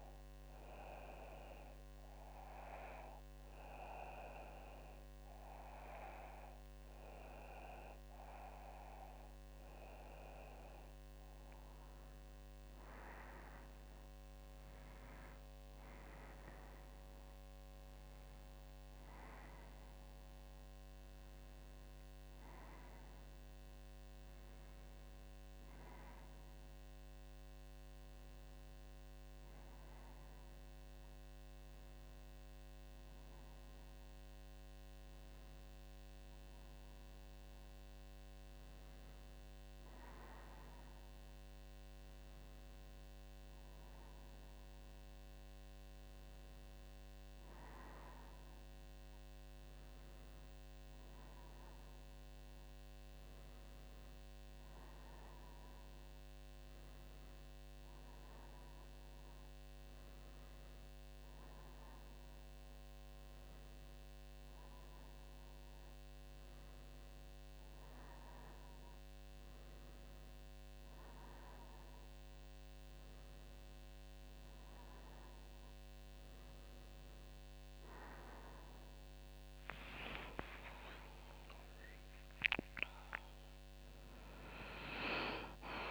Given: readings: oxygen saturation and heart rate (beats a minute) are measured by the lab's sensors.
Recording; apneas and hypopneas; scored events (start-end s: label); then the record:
breathing in sleep by a microphone on the trachea; none
11.00-14.50 s: arousal
17.00-85.91 s: new sleep stage, N1 (lightest sleep)
79.50-83.50 s: arousal
From the record:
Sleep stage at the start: N2 (light sleep); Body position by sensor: on the back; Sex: female